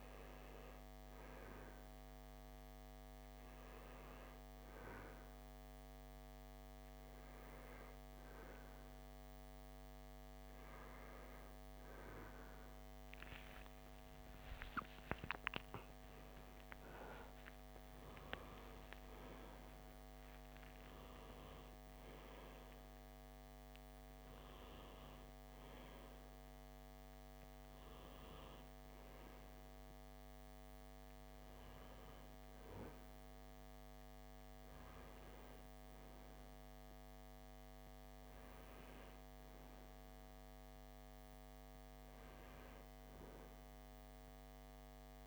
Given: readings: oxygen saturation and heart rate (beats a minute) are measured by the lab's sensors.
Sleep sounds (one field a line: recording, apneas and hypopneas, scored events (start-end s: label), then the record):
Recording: breathing in sleep, hard to hear, by a microphone on the trachea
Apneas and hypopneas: none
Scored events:
12.50-17.50 s: arousal
From the record:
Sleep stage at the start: N1 (lightest sleep)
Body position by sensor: on the back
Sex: male